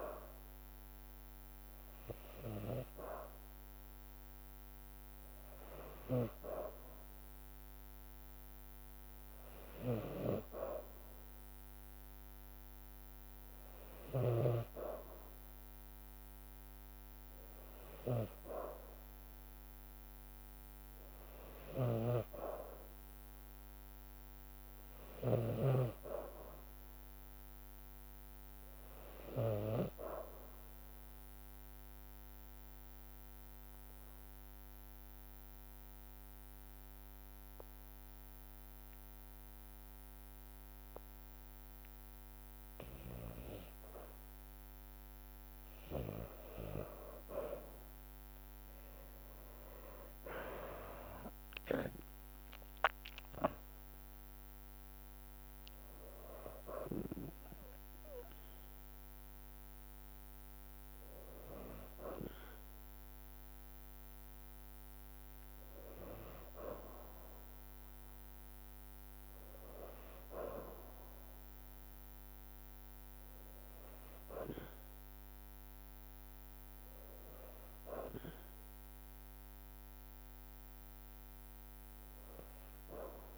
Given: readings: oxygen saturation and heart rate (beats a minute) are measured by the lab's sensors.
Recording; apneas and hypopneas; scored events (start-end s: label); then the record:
breathing in sleep by a microphone on the trachea; 1
0.00-2.00 s: oxygen desaturation (device-marked, oxygen 95% before, 92% lowest, heart rate 55 before, 55 extreme)
11.00-18.00 s: oxygen desaturation (device-marked, oxygen 94% before, 85% lowest, heart rate 57 before, 58 extreme)
21.50-25.50 s: snoring (device-marked)
32.00-43.00 s: obstructive apnea (oxygen 95% before, 83% lowest, heart rate 58 before, 57 extreme, up 1 after)
49.00-53.00 s: arousal
53.00-65.00 s: drop in pulse transit time (device-marked, heart rate 59 before, 58 extreme)
54.00-76.00 s: oxygen desaturation (device-marked, oxygen 95% before, 83% lowest, heart rate 59 before, 55 extreme)
From the record:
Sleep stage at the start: N2 (light sleep); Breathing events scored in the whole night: 102 in 6.1 hours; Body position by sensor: on the back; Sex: female